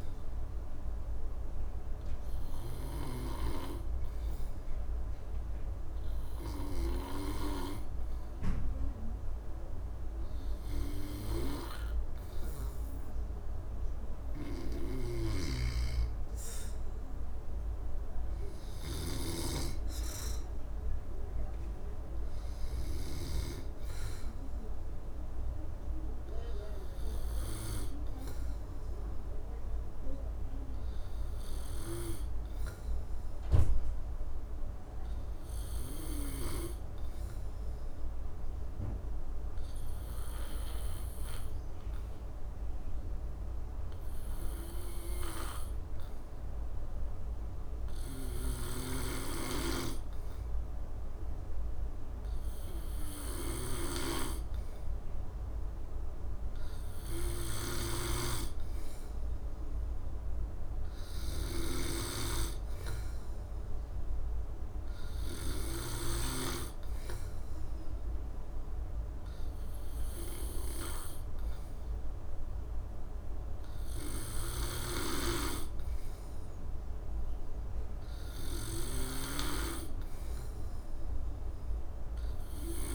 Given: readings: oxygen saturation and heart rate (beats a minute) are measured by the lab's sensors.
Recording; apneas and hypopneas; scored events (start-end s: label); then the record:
breathing in sleep by a room microphone; none
0.00-2.00 s: oxygen desaturation (device-marked, oxygen 94% lowest, heart rate 68 extreme)
54.00-79.00 s: oxygen desaturation (device-marked, oxygen 96% before, 90% lowest, heart rate 67 before, 67 extreme)
71.00-82.95 s: new sleep stage, N3 (deep sleep)
From the record:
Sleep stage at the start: N2 (light sleep); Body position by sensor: on the back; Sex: male